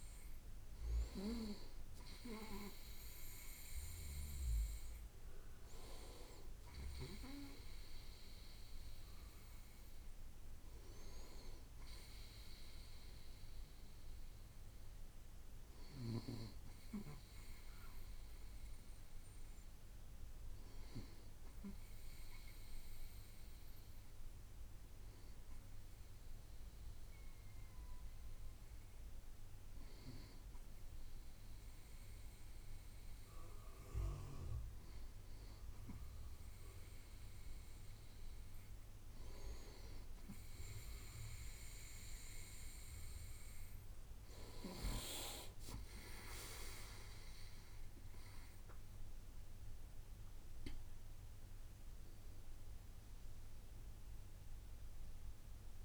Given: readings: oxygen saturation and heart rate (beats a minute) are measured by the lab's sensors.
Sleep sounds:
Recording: breathing in sleep by a room microphone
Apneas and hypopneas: none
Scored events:
none scored
From the record:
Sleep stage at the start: N2 (light sleep)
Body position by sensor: on the right side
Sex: male

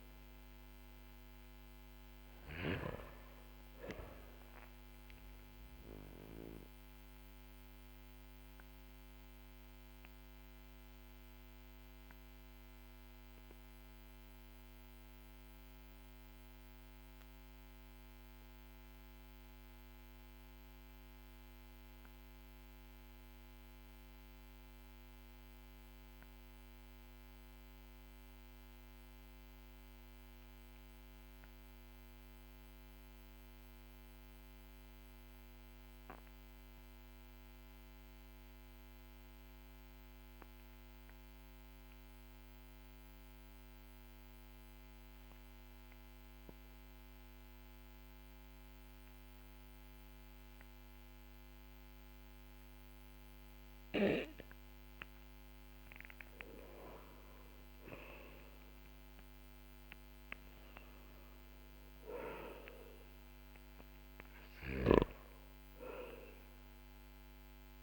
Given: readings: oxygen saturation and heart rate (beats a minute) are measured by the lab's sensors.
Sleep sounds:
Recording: breathing in sleep by a microphone on the trachea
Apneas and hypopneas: 1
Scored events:
4.00-22.00 s: oxygen desaturation (device-marked, oxygen 98% before, 93% lowest, heart rate 52 before, 43 extreme)
9.50-54.50 s: obstructive apnea (oxygen 98% before, 91% lowest, heart rate 51 before, 43 extreme, up 12 after)
55.50-60.00 s: arousal
From the record:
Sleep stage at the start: N2 (light sleep)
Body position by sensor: on the back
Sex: male

